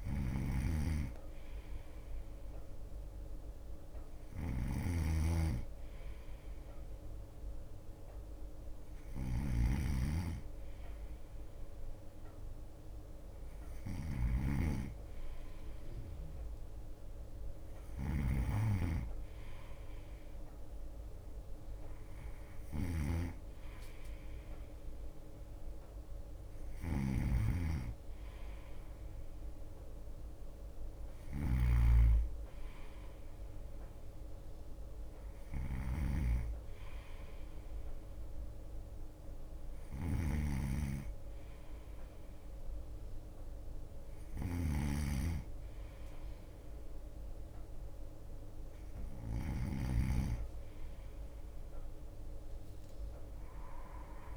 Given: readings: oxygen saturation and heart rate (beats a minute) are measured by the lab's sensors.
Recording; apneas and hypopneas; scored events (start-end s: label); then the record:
breathing in sleep by a room microphone; none
0.00-15.50 s: bradycardia (device-marked, heart rate 55 extreme)
0.00-50.00 s: snoring (device-marked)
18.50-53.50 s: bradycardia (device-marked, heart rate 57 before, 55 extreme)
32.50-42.50 s: drop in pulse transit time (device-marked, heart rate 57 before, 56 extreme)
From the record:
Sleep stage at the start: N2 (light sleep); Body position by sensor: on the right side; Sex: male